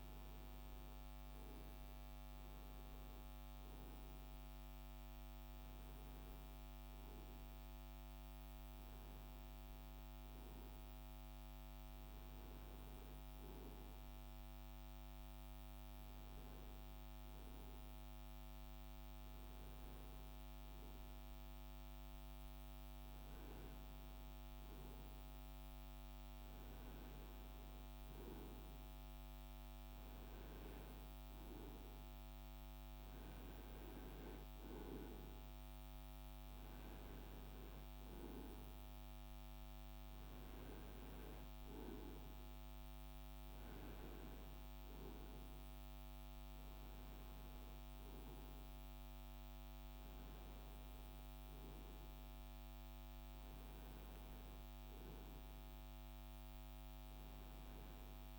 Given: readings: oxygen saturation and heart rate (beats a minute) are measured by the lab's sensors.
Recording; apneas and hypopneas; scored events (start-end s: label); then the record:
breathing in sleep, hard to hear, by a microphone on the trachea; none
none scored
From the record:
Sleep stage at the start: N2 (light sleep); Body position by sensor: on the right side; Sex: male